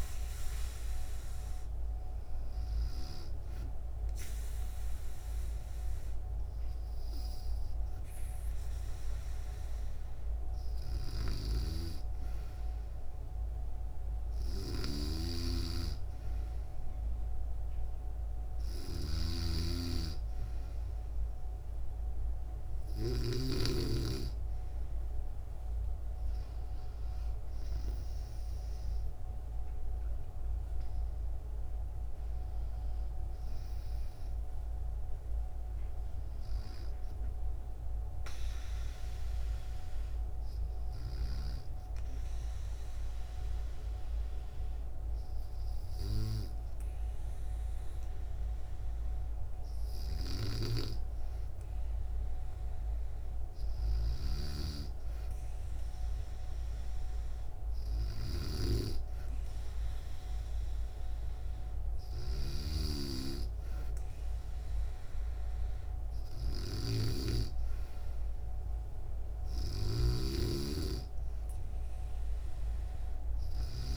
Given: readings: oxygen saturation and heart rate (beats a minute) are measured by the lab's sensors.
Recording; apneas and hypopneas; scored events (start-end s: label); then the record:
breathing in sleep by a room microphone; 1
14.00-23.00 s: snoring (device-marked)
26.00-29.50 s: arousal
41.00-51.00 s: hypopnea (oxygen 95% before, 94% lowest, heart rate 73 before, 66 extreme, up 6 after)
49.50-73.97 s: snoring (device-marked)
53.00-56.50 s: arousal
From the record:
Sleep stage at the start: N2 (light sleep); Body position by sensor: on the back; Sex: female